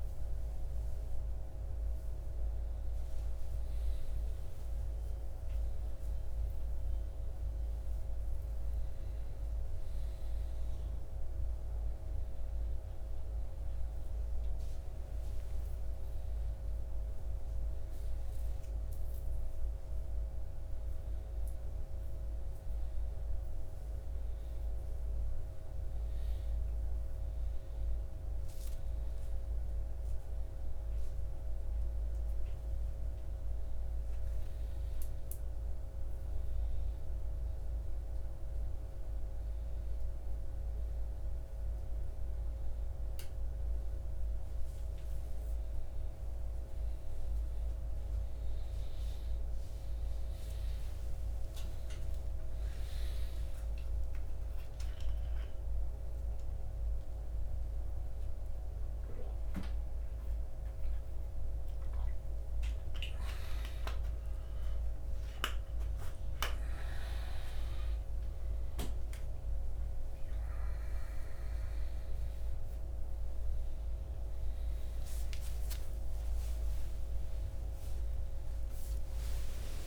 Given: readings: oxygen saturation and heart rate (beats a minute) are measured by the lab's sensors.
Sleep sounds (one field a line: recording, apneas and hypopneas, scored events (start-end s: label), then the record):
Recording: a person awake in a sleep study, hard to hear, by a room microphone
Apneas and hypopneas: none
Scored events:
18.00-32.00 s: oxygen desaturation (device-marked, oxygen 95% before, 91% lowest, heart rate 85 before, 79 extreme)
From the record:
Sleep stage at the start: awake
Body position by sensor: upright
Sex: male